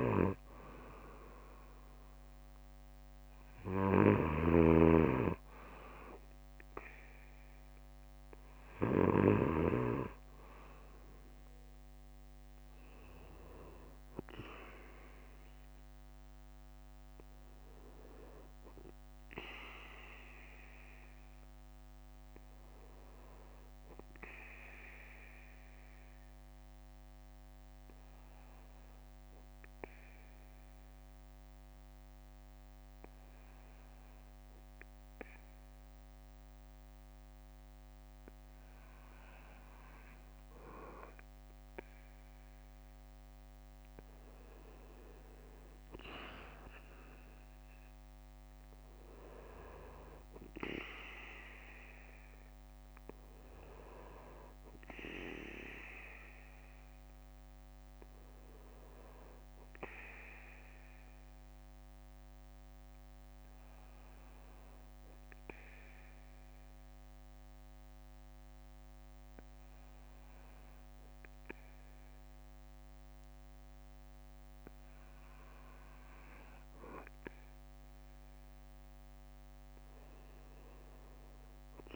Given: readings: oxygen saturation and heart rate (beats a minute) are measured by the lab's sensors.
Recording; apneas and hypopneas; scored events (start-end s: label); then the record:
breathing in sleep by a microphone on the trachea; 2
0.00-10.00 s: snoring (device-marked)
4.50-6.50 s: bradycardia (device-marked, heart rate 59 before, 61 extreme)
18.50-20.50 s: bradycardia (device-marked, heart rate 59 before, 59 extreme)
24.50-26.50 s: bradycardia (device-marked, heart rate 59 before, 56 extreme)
26.00-39.00 s: obstructive apnea (oxygen 96% before, 93% lowest, heart rate 62 before, 54 extreme, up 14 after)
28.50-38.50 s: bradycardia (device-marked, heart rate 59 before, 54 extreme)
43.50-47.50 s: arousal
49.50-51.50 s: bradycardia (device-marked, heart rate 59 before, 64 extreme)
52.50-54.50 s: bradycardia (device-marked, heart rate 59 before, 58 extreme)
55.50-77.50 s: bradycardia (device-marked, heart rate 59 before, 54 extreme)
64.00-76.50 s: obstructive apnea (oxygen 97% before, 96% lowest, heart rate 60 before, 55 extreme, up 7 after)
80.50-81.96 s: arousal
From the record:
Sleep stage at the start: N2 (light sleep); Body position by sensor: on the back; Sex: male